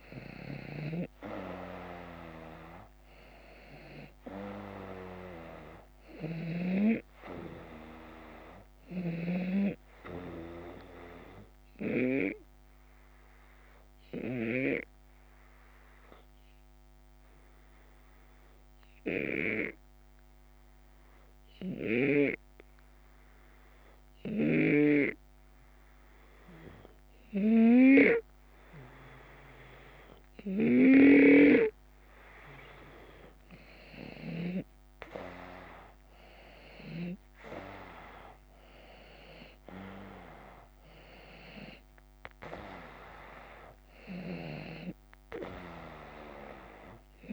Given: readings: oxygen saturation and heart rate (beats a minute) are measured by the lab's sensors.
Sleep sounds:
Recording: breathing in sleep by a microphone on the trachea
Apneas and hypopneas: 1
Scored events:
0.00-6.50 s: snoring (device-marked)
11.50-31.50 s: obstructive apnea (oxygen 96% before, 91% lowest, heart rate 78 before, 73 extreme, up 4 after)
24.00-34.50 s: snoring (device-marked)
33.00-37.00 s: arousal
From the record:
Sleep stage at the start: N2 (light sleep)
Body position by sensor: on the back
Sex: male

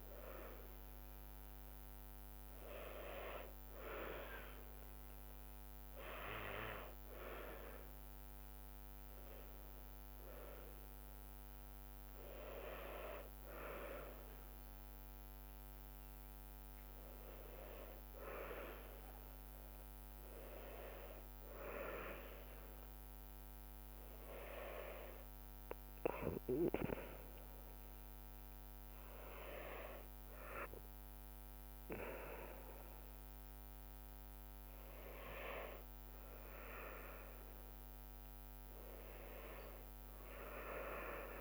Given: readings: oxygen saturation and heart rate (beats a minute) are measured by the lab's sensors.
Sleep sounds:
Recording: breathing in sleep by a microphone on the trachea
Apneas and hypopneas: none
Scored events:
20.00-33.00 s: drop in pulse transit time (device-marked, heart rate 72 before, 65 extreme)
From the record:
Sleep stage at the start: N2 (light sleep)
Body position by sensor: on the back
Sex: female

